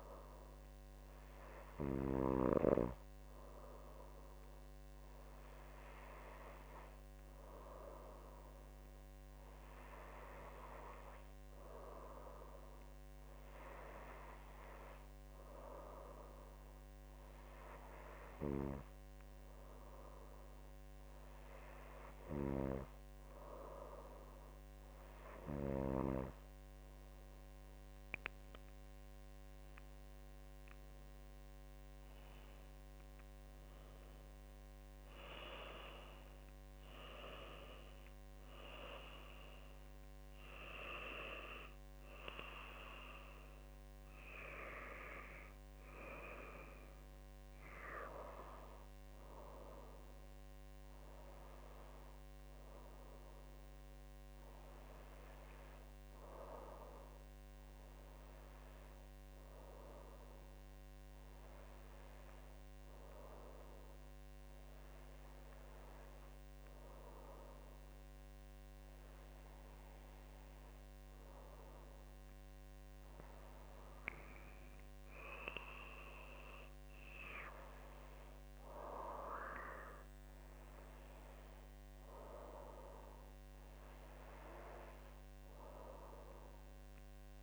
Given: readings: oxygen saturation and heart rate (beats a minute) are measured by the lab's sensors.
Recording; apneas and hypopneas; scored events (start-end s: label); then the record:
breathing in sleep by a microphone on the trachea; none
none scored
From the record:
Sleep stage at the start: N2 (light sleep); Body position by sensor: on the back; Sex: female